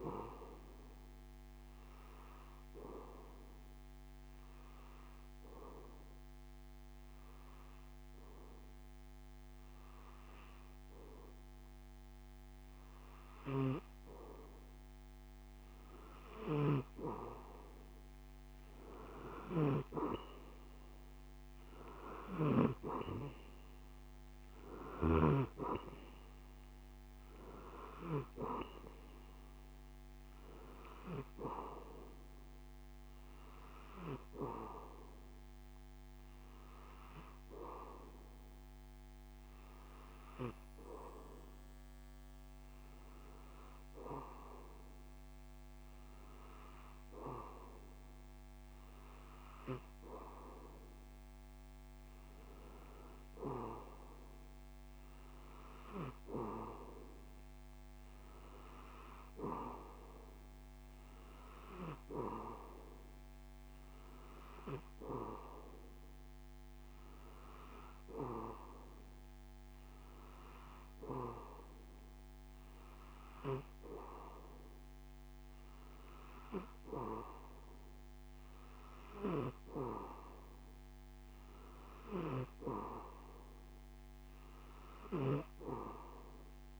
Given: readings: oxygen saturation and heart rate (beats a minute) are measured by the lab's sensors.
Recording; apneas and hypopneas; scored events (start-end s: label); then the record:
breathing in sleep by a microphone on the trachea; 1
2.50-14.50 s: obstructive apnea (oxygen 95% before, 92% lowest)
17.50-21.50 s: arousal
From the record:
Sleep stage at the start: N2 (light sleep); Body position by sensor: on the back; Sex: male